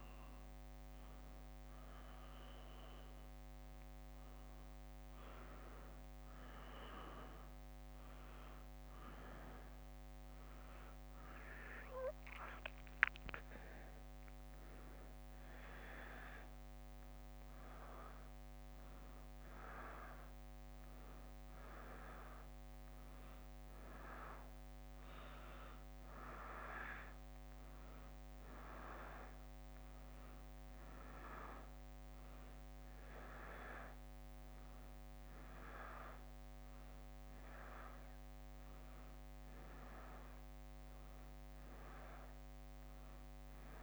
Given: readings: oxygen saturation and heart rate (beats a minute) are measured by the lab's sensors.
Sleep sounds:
a person awake in a sleep study, by a microphone on the trachea; none
12.50-14.50 s: leg movement (device-marked)
From the record:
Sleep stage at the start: awake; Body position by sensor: on the back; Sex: female

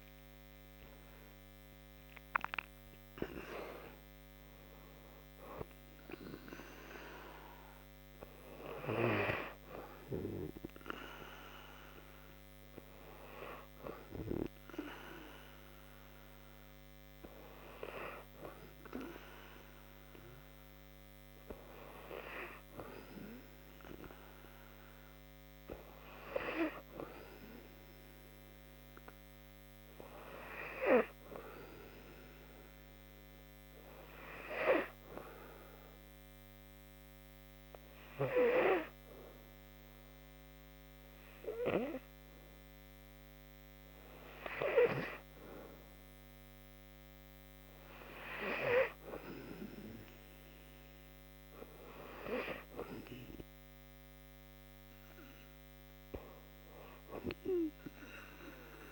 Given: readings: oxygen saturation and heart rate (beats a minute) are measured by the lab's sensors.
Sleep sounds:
breathing in sleep by a microphone on the trachea; 1
0.00-2.50 s: arousal
34.00-44.50 s: obstructive apnea (oxygen 97% before, 90% lowest, heart rate 70 before, 70 extreme, up 2 after)
43.00-58.92 s: oxygen desaturation (device-marked, oxygen 96% before, 90% lowest, heart rate 73 before, 70 extreme)
45.50-49.50 s: arousal
From the record:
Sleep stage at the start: N2 (light sleep); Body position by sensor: on the back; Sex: female

